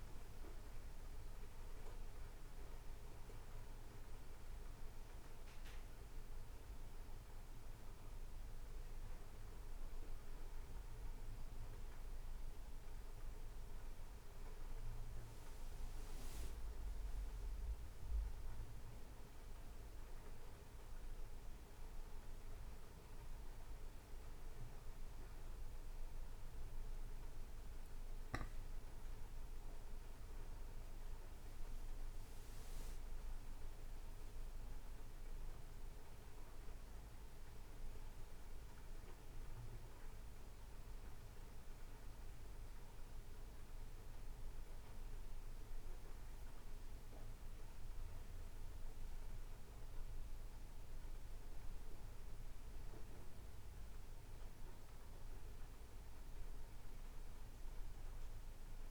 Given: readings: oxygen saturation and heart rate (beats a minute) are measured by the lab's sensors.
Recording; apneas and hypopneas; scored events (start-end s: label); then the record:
breathing in sleep, hard to hear, by a room microphone; none
none scored
From the record:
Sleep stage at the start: N2 (light sleep); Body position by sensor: on the right side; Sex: male